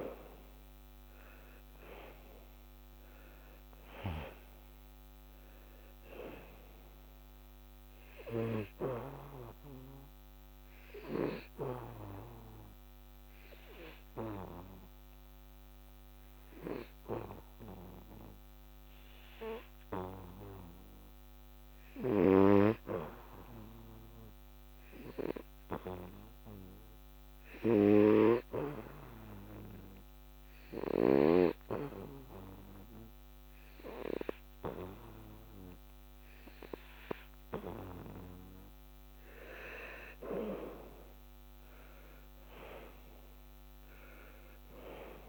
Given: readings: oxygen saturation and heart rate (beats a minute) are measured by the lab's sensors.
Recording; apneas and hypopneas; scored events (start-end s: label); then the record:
breathing in sleep by a microphone on the trachea; 1
0.00-2.50 s: arousal
0.00-27.50 s: oxygen desaturation (device-marked, oxygen 87% lowest, heart rate 70 extreme)
9.50-38.50 s: hypopnea (oxygen 95% before, 87% lowest, heart rate 74 before, 70 extreme, up 14 after)
40.50-45.00 s: arousal
From the record:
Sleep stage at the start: N2 (light sleep); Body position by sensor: on the back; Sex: male